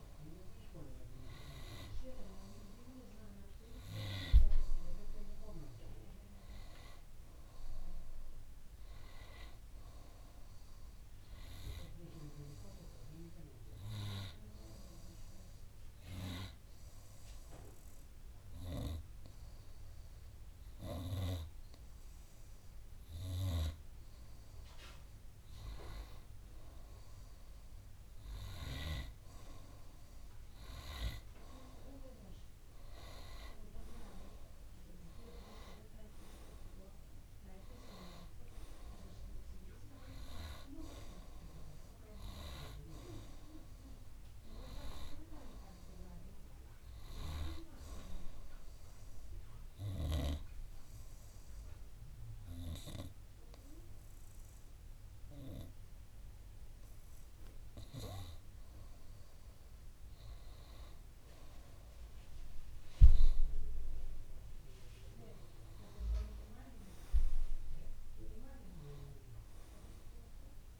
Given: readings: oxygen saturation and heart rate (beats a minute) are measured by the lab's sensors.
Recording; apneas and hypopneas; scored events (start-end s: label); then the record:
breathing in sleep by a room microphone; 2
14.00-24.50 s: hypopnea (oxygen 95% before, 93% lowest, heart rate 60 before, 58 extreme, up 2 after)
27.00-31.00 s: arousal
48.50-59.00 s: obstructive apnea (oxygen 95% before, 93% lowest, heart rate 61 before, 57 extreme, up 2 after)
61.00-65.00 s: arousal
From the record:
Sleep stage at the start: N2 (light sleep); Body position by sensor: on the right side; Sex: male